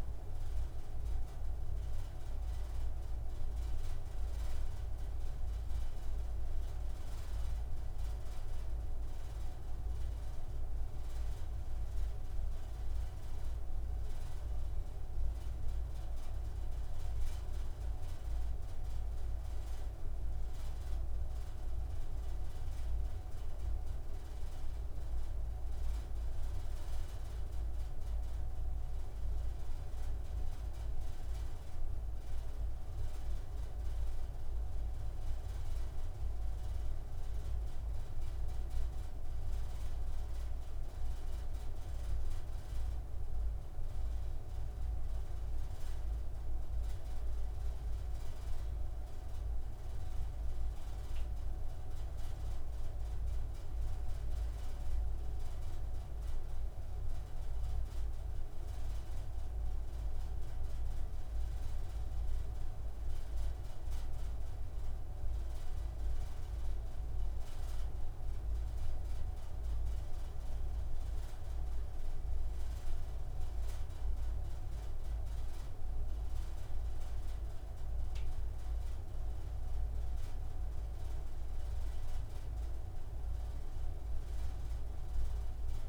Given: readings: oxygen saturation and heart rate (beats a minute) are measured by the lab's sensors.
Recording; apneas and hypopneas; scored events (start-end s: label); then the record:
breathing in sleep, hard to hear, by a room microphone; none
none scored
From the record:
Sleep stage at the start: N2 (light sleep); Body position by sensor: on the right side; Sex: male